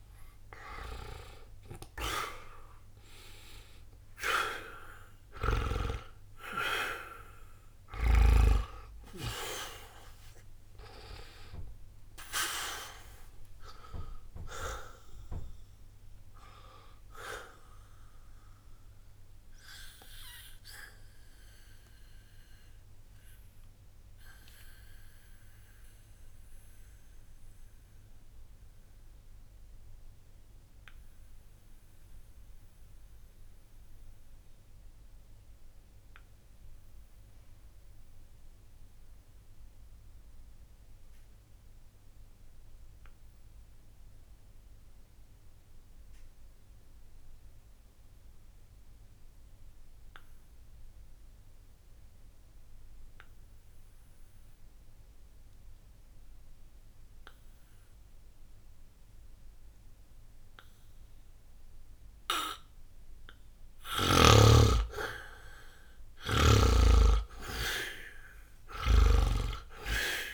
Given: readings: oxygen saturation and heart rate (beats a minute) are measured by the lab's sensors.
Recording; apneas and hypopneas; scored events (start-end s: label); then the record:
breathing in sleep by a room microphone; 1
0.00-1.00 s: arousal
0.00-20.00 s: oxygen desaturation (device-marked, oxygen 86% lowest, heart rate 60 extreme)
20.50-63.50 s: obstructive apnea (oxygen 95% before, 77% lowest, heart rate 60 before, 60 extreme, up 0 after)
26.00-39.00 s: oxygen desaturation (device-marked, oxygen 88% before, 78% lowest, heart rate 60 before, 60 extreme)
60.00-70.34 s: oxygen desaturation (device-marked, oxygen 98% before, 77% lowest, heart rate 60 before, 60 extreme)
67.00-70.34 s: arousal
From the record:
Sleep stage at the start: N2 (light sleep); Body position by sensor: on the back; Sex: male